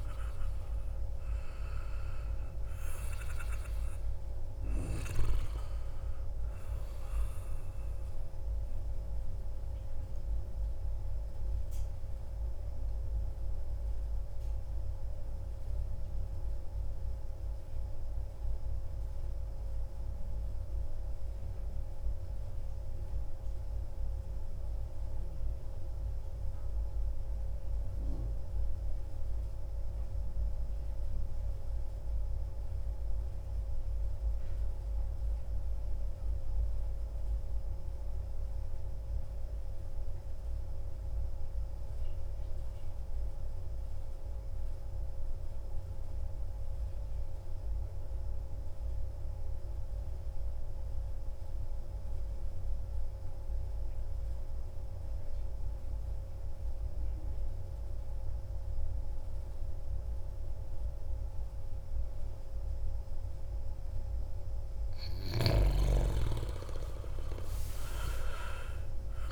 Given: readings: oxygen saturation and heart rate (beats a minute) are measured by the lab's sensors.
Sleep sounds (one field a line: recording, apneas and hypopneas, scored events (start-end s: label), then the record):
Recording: breathing in sleep by a room microphone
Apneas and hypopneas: 1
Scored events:
0.00-17.50 s: oxygen desaturation (device-marked, oxygen 91% lowest, heart rate 59 extreme)
14.00-64.00 s: mixed apnea (oxygen 96% before, 92% lowest, heart rate 63 before, 59 extreme, up 2 after)
65.00-69.32 s: arousal
From the record:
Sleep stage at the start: N2 (light sleep)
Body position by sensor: on the back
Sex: male